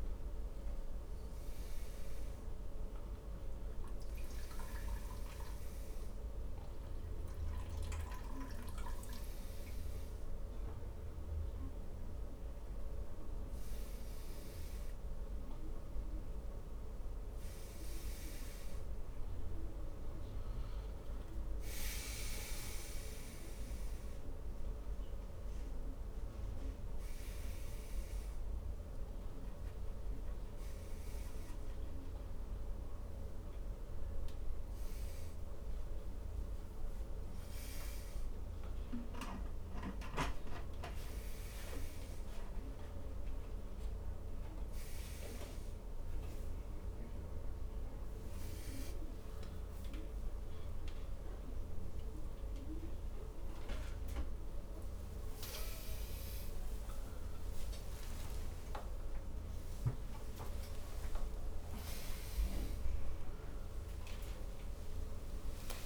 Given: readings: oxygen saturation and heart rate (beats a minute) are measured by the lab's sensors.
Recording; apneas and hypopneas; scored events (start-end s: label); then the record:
a person awake in a sleep study, hard to hear, by a room microphone; none
none scored
From the record:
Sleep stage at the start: awake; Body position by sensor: upright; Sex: male